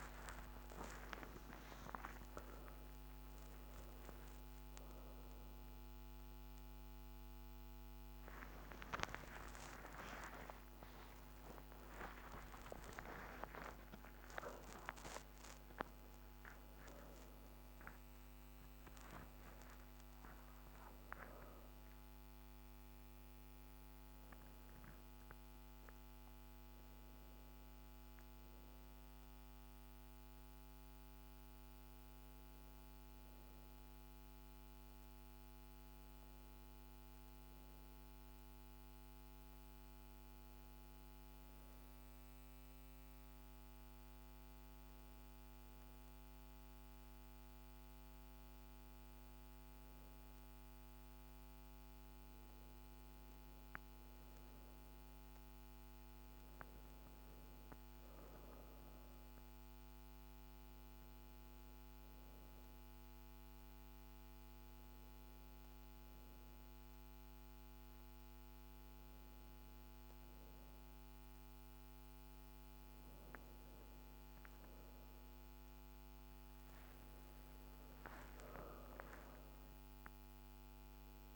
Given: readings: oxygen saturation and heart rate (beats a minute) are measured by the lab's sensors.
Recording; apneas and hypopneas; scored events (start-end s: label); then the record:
a person partly awake in a sleep study, by a microphone on the trachea; none
1.00-31.00 s: new sleep stage, awake
31.00-81.35 s: new sleep stage, N1 (lightest sleep)
57.00-73.00 s: oxygen desaturation (device-marked, oxygen 95% before, 92% lowest, heart rate 55 before, 54 extreme)
From the record:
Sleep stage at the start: N2 (light sleep); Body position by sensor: on the back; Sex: female